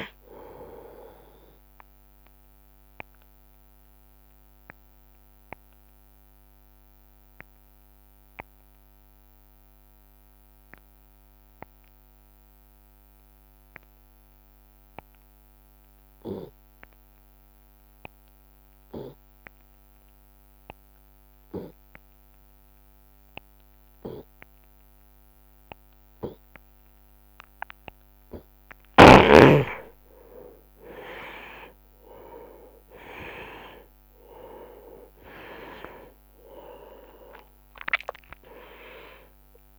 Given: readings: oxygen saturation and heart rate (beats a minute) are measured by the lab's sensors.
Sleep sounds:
breathing in sleep by a microphone on the trachea; 1
2.50-28.00 s: obstructive apnea (oxygen 98% before, 87% lowest)
14.50-22.50 s: oxygen desaturation (device-marked, oxygen 95% before, 87% lowest)
30.00-34.50 s: arousal
From the record:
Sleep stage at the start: N2 (light sleep); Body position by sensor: on the right side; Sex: male

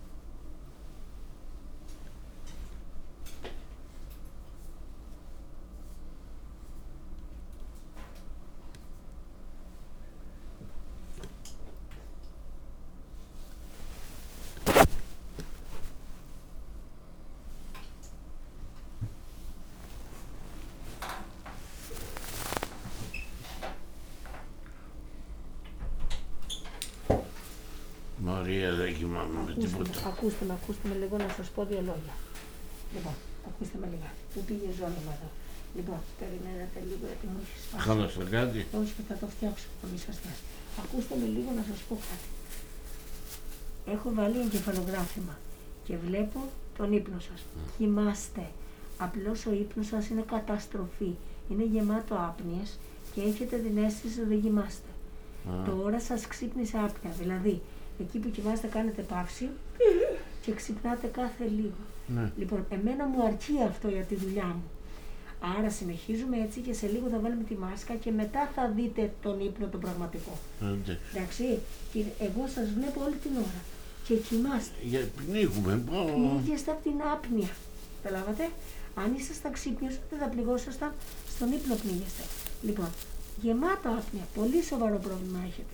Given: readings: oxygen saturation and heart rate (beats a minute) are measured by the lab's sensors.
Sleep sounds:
a person awake in a sleep study, by a room microphone; none
7.50-30.50 s: oxygen desaturation (device-marked, oxygen 94% before, 89% lowest, heart rate 62 before, 79 extreme)
From the record:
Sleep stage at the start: awake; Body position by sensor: on the right side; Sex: male

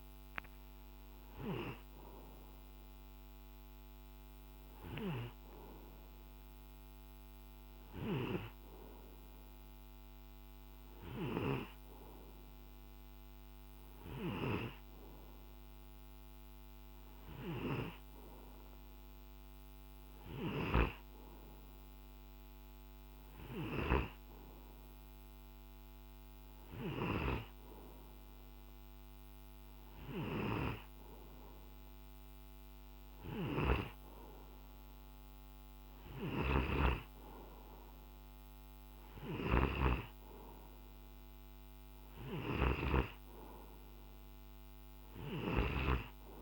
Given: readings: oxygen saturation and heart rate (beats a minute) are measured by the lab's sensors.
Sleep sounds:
breathing in sleep by a microphone on the trachea; none
5.00-27.50 s: snoring (device-marked)
36.00-46.42 s: snoring (device-marked)
From the record:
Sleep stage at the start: N2 (light sleep); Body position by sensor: on the right side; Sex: male

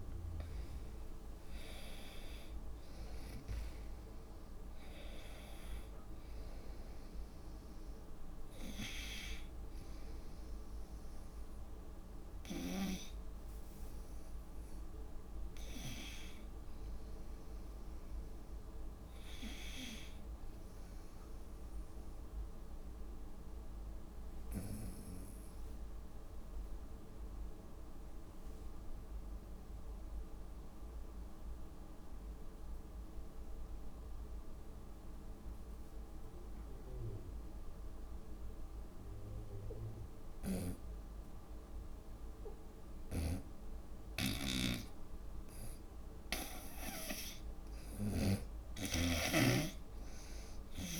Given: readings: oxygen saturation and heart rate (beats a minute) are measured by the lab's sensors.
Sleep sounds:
breathing in sleep by a room microphone; 1
0.00-2.00 s: arousal
0.00-21.00 s: oxygen desaturation (device-marked, oxygen 88% lowest, heart rate 66 extreme)
21.50-42.50 s: obstructive apnea (oxygen 96% before, 85% lowest, heart rate 71 before, 68 extreme, up 5 after)
26.50-28.50 s: long interval between heartbeats (device-marked, heart rate 69 before, 75 extreme)
41.00-51.00 s: oxygen desaturation (device-marked, oxygen 96% before, 85% lowest, heart rate 73 before, 62 extreme)
43.00-51.00 s: snoring (device-marked)
44.50-48.50 s: arousal
From the record:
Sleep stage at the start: N2 (light sleep); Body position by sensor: on the front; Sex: female

